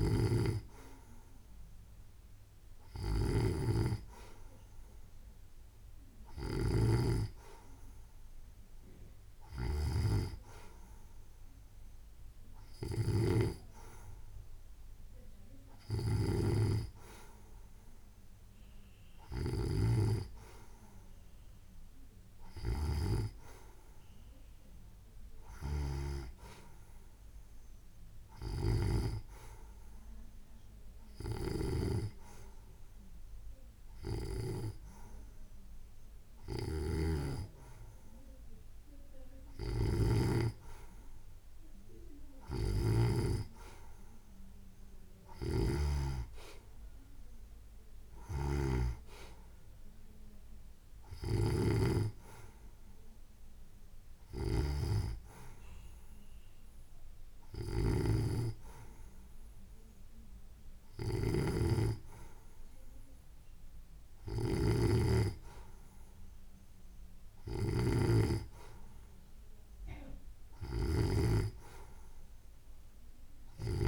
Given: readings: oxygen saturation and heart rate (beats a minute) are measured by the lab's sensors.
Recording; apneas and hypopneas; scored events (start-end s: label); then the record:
breathing in sleep by a room microphone; none
26.50-28.50 s: long interval between heartbeats (device-marked, heart rate 79 before, 80 extreme)
From the record:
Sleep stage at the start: N2 (light sleep); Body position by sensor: on the right side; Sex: female